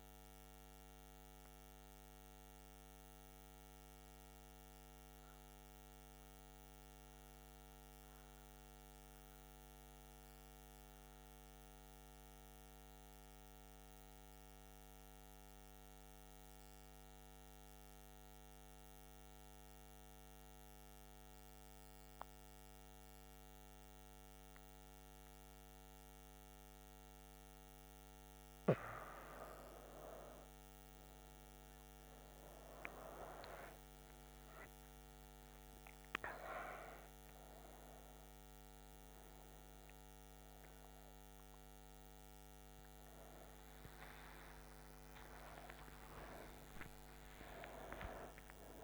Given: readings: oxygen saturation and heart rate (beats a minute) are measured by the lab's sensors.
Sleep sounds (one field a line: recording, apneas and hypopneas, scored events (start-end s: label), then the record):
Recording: a person awake in a sleep study, by a microphone on the trachea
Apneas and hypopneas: 1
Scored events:
0.50-27.00 s: mixed apnea (oxygen 96% before, 90% lowest, heart rate 78 before, 63 extreme, up 13 after)
19.50-48.84 s: oxygen desaturation (device-marked, oxygen 99% before, 90% lowest, heart rate 67 before, 64 extreme)
21.50-48.84 s: new sleep stage, awake
From the record:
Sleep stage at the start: N2 (light sleep)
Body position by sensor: on the right side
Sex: female